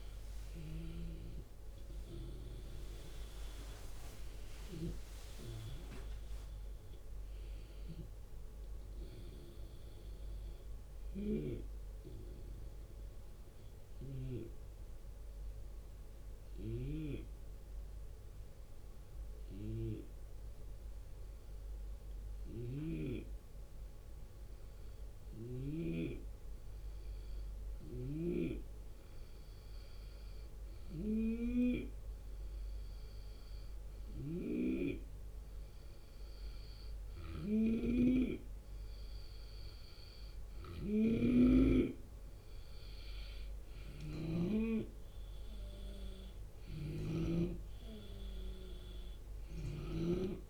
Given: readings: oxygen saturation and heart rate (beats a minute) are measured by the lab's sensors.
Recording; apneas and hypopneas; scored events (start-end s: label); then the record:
breathing in sleep by a room microphone; 1
0.00-15.00 s: oxygen desaturation (device-marked, oxygen 88% lowest, heart rate 28 extreme)
0.50-2.50 s: long interval between heartbeats (device-marked, heart rate 65 before, 51 extreme)
9.00-22.00 s: drop in pulse transit time (device-marked, heart rate 57 before, 39 extreme)
9.50-11.50 s: long interval between heartbeats (device-marked, heart rate 57 before, 39 extreme)
12.00-36.00 s: hypopnea (oxygen 93% before, 86% lowest, heart rate 55 before, 37 extreme, up 27 after)
16.00-25.50 s: snoring (device-marked)
18.00-20.00 s: long interval between heartbeats (device-marked, heart rate 64 before, 98 extreme)
20.50-22.50 s: long interval between heartbeats (device-marked, heart rate 70 before, 98 extreme)
25.00-27.00 s: long interval between heartbeats (device-marked, heart rate 72 before, 48 extreme)
28.50-30.50 s: long interval between heartbeats (device-marked, heart rate 71 before, 52 extreme)
30.00-44.00 s: snoring (device-marked)
33.00-42.00 s: drop in pulse transit time (device-marked, heart rate 73 before, 40 extreme)
34.00-36.00 s: long interval between heartbeats (device-marked, heart rate 73 before, 72 extreme)
34.00-50.50 s: oxygen desaturation (device-marked, oxygen 93% before, 88% lowest, heart rate 73 before, 40 extreme)
40.50-43.00 s: arousal
41.50-43.50 s: long interval between heartbeats (device-marked, heart rate 65 before, 45 extreme)
45.50-47.50 s: long interval between heartbeats (device-marked, heart rate 58 before, 66 extreme)
46.00-49.50 s: snoring (device-marked)
49.50-50.50 s: long interval between heartbeats (device-marked, heart rate 61 before, 64 extreme)
From the record:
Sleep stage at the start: N2 (light sleep); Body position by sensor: on the left side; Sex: male